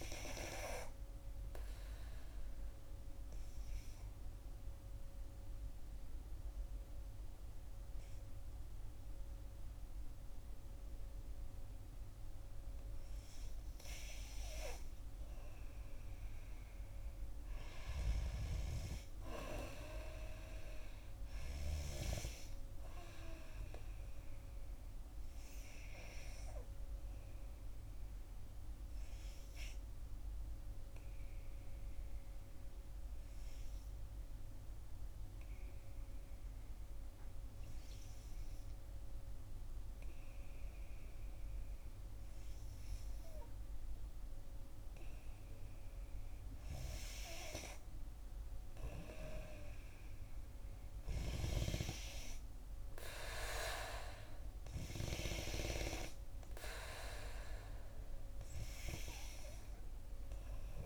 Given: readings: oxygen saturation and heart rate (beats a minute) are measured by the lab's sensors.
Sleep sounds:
breathing in sleep by a room microphone; 2
1.00-14.50 s: obstructive apnea (oxygen 92% before, 89% lowest, heart rate 63 before, 54 extreme, up 12 after)
18.00-22.00 s: arousal
30.00-45.00 s: obstructive apnea (oxygen 95% before, 91% lowest, heart rate 62 before, 54 extreme, up 9 after)
48.00-51.50 s: arousal
51.50-60.86 s: oxygen desaturation (device-marked, oxygen 95% before, 91% lowest, heart rate 57 before, 55 extreme)
From the record:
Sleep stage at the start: N2 (light sleep); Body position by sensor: on the back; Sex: female

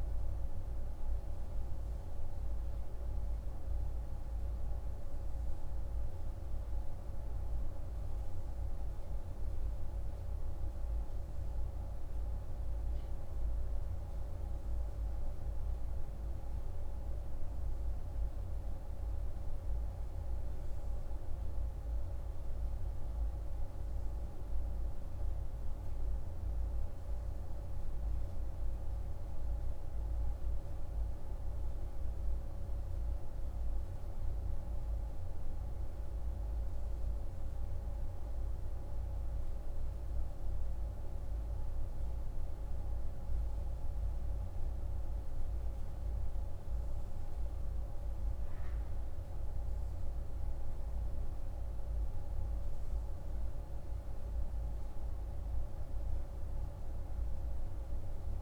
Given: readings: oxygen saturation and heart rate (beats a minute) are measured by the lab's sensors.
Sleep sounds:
breathing in sleep, hard to hear, by a room microphone; none
none scored
From the record:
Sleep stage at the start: N3 (deep sleep); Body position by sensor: on the right side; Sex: male

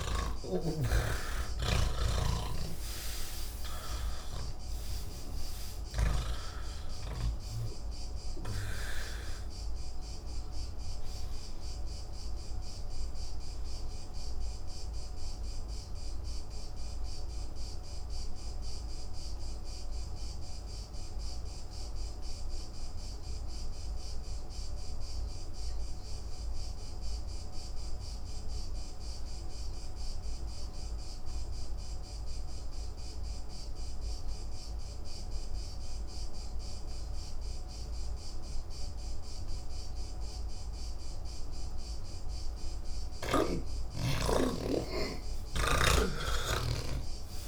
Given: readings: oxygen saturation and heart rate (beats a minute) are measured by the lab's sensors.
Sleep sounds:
breathing in sleep by a room microphone; 1
0.00-28.00 s: oxygen desaturation (device-marked, oxygen 81% lowest)
0.50-6.50 s: snoring (device-marked)
7.50-41.50 s: obstructive apnea (oxygen 98% before, 76% lowest)
29.00-47.48 s: new sleep stage, N1 (lightest sleep)
44.00-47.48 s: oxygen desaturation (device-marked, oxygen 96% before, 76% lowest, heart rate 153 before, 127 extreme)
From the record:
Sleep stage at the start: N3 (deep sleep); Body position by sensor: on the back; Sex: male

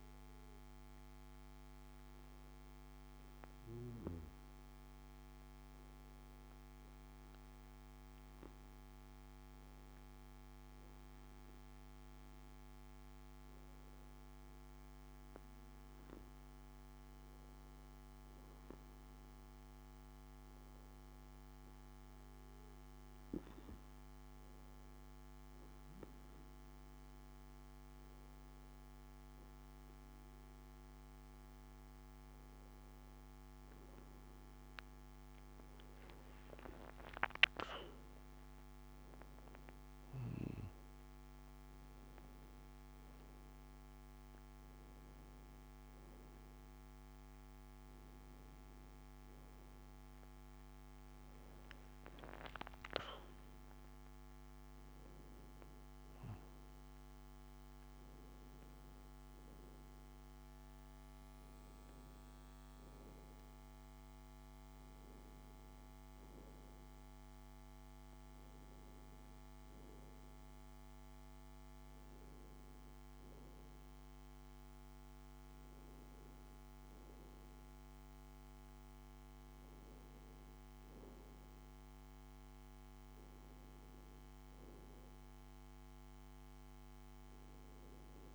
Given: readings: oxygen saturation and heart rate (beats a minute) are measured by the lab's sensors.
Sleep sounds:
breathing in sleep, hard to hear, by a microphone on the trachea; none
none scored
From the record:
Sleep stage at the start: N2 (light sleep); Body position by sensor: on the back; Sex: male

